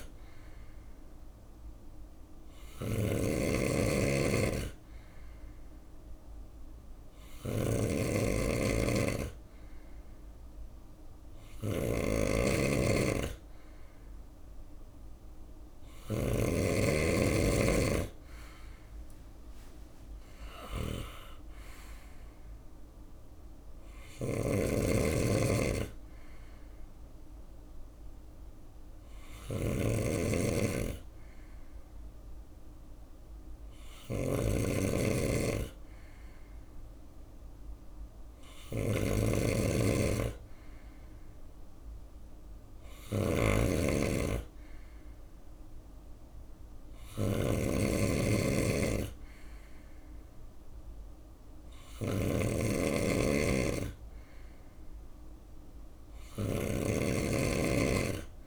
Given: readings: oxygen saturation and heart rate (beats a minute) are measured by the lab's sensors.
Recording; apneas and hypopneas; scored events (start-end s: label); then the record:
breathing in sleep by a room microphone; none
0.00-58.47 s: snoring (device-marked)
17.00-29.00 s: drop in pulse transit time (device-marked, heart rate 74 before, 67 extreme)
From the record:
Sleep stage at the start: N3 (deep sleep); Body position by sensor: on the right side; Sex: male